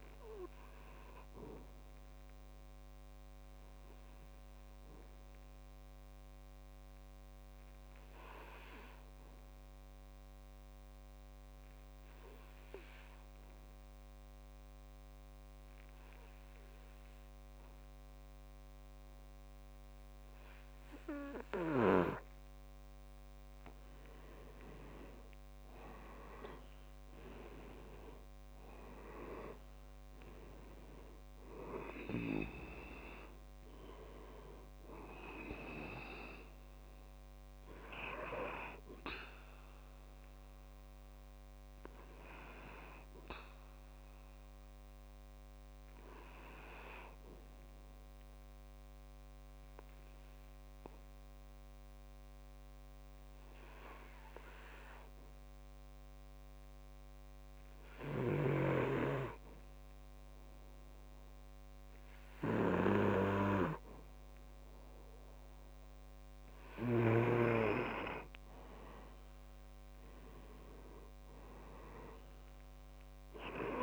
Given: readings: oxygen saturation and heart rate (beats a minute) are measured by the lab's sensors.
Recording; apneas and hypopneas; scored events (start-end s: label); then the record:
breathing in sleep by a microphone on the trachea; 2
0.00-14.50 s: oxygen desaturation (device-marked, oxygen 90% lowest, heart rate 62 extreme)
0.50-21.50 s: obstructive apnea (oxygen 98% before, 89% lowest, heart rate 76 before, 64 extreme, up 7 after)
24.00-27.50 s: arousal
26.50-50.50 s: oxygen desaturation (device-marked, oxygen 99% before, 89% lowest, heart rate 66 before, 66 extreme)
39.50-63.00 s: obstructive apnea (oxygen 99% before, 89% lowest, heart rate 70 before, 65 extreme, up 4 after)
66.50-70.00 s: arousal
67.50-73.82 s: oxygen desaturation (device-marked, oxygen 98% before, 92% lowest, heart rate 67 before, 65 extreme)
From the record:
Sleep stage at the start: N2 (light sleep); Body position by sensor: on the back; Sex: male